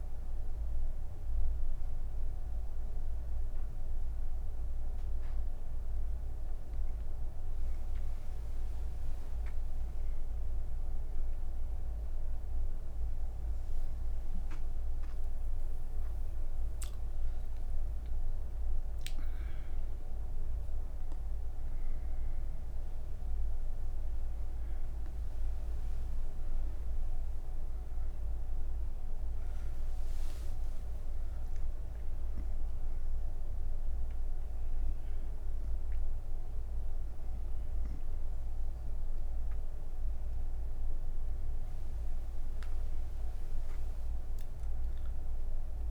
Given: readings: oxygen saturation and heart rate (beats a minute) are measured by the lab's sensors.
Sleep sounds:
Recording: breathing in sleep, hard to hear, by a room microphone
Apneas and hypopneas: none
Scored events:
none scored
From the record:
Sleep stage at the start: N1 (lightest sleep)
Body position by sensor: on the right side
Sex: female

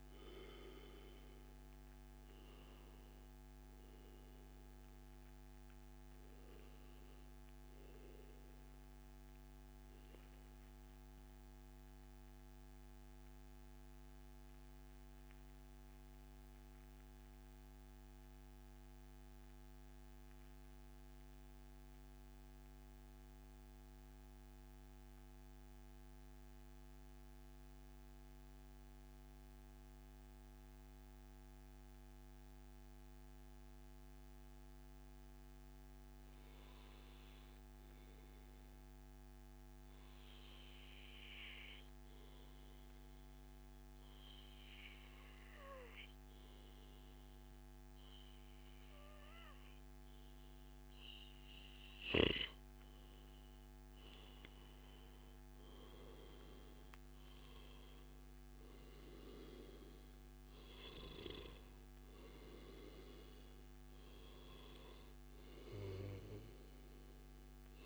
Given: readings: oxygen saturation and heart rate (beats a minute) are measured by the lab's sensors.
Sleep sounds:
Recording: breathing in sleep by a microphone on the trachea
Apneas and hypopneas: 1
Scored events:
0.00-16.50 s: oxygen desaturation (device-marked, oxygen 91% lowest, heart rate 93 extreme)
12.50-49.50 s: mixed apnea (oxygen 96% before, 90% lowest, heart rate 136 before, 87 extreme, up 29 after)
20.00-22.00 s: long interval between heartbeats (device-marked, heart rate 126 before, 93 extreme)
31.50-33.50 s: long interval between heartbeats (device-marked, heart rate 107 before, 107 extreme)
38.50-40.50 s: long interval between heartbeats (device-marked, heart rate 104 before, 99 extreme)
41.50-67.86 s: oxygen desaturation (device-marked, oxygen 99% before, 90% lowest, heart rate 105 before, 87 extreme)
42.00-44.00 s: long interval between heartbeats (device-marked, heart rate 105 before, 96 extreme)
47.50-49.50 s: long interval between heartbeats (device-marked, heart rate 102 before, 96 extreme)
51.50-55.50 s: arousal
From the record:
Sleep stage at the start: REM sleep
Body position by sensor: on the back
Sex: male

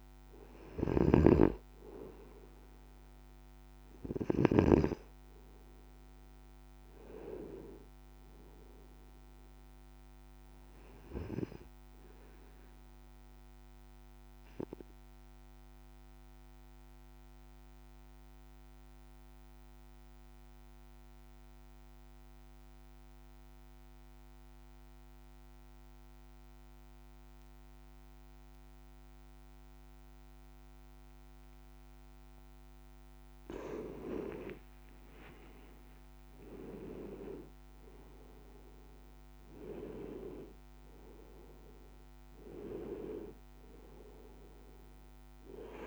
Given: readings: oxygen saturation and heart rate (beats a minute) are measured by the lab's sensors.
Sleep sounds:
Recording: breathing in sleep by a microphone on the trachea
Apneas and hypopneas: 1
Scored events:
6.50-9.50 s: arousal
13.00-32.00 s: obstructive apnea (oxygen 96% before, 92% lowest, heart rate 57 before, 52 extreme, up 3 after)
33.00-45.86 s: oxygen desaturation (device-marked, oxygen 96% before, 92% lowest, heart rate 55 before, 53 extreme)
34.00-37.50 s: arousal
From the record:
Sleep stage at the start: N2 (light sleep)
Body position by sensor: on the right side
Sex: male

